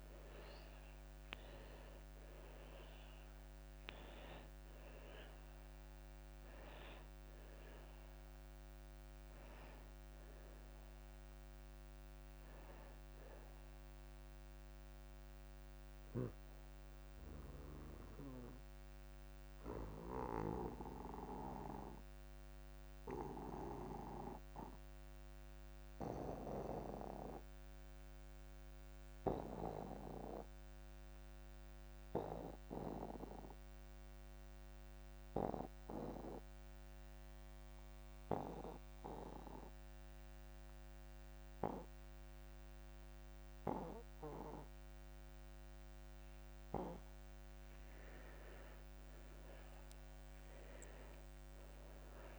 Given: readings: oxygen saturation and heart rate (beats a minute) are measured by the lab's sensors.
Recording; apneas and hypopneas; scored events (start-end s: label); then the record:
breathing in sleep by a microphone on the trachea; 1
0.00-31.50 s: oxygen desaturation (device-marked, oxygen 73% lowest)
17.00-47.50 s: obstructive apnea (oxygen 87% before, 73% lowest)
44.50-52.39 s: oxygen desaturation (device-marked, oxygen 99% before, 80% lowest)
49.00-52.39 s: arousal
From the record:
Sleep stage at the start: N2 (light sleep); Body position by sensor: on the back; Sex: male